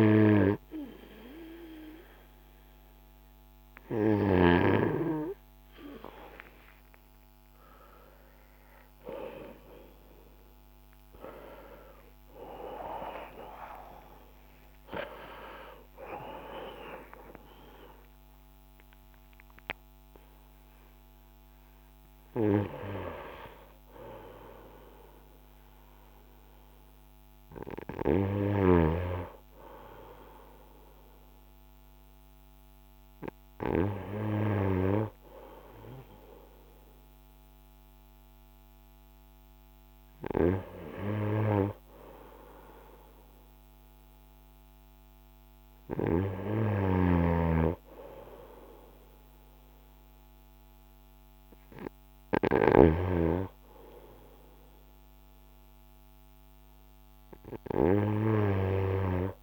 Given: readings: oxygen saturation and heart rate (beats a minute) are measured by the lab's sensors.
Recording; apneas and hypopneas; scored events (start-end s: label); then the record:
breathing in sleep by a microphone on the trachea; none
6.50-12.50 s: arousal
46.50-52.50 s: snoring (device-marked)
From the record:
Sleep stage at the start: N2 (light sleep); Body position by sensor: on the front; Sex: male